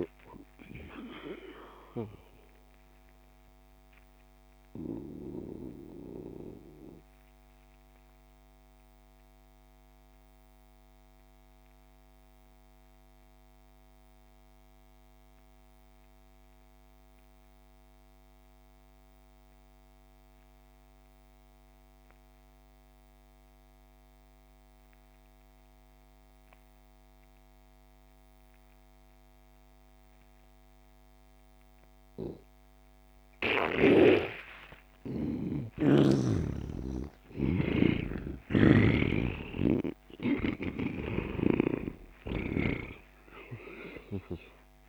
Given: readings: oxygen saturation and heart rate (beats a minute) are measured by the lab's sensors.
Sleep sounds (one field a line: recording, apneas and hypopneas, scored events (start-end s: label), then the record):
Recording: breathing in sleep by a microphone on the trachea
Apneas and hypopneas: 1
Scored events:
0.00-12.50 s: oxygen desaturation (device-marked, oxygen 83% lowest)
1.50-35.00 s: obstructive apnea (oxygen 99% before, 80% lowest)
27.50-44.89 s: oxygen desaturation (device-marked, oxygen 99% before, 80% lowest)
36.00-41.00 s: arousal
From the record:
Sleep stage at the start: N2 (light sleep)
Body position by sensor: on the back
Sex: male